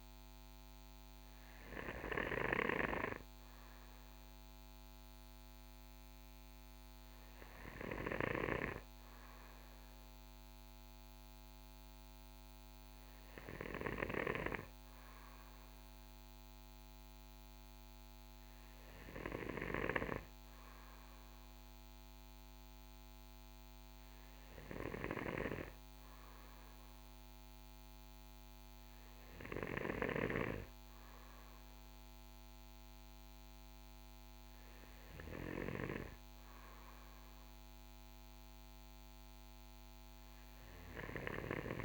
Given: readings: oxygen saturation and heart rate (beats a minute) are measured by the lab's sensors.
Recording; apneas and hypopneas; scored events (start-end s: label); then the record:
breathing in sleep by a microphone on the trachea; none
none scored
From the record:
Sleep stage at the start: N2 (light sleep); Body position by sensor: on the right side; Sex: male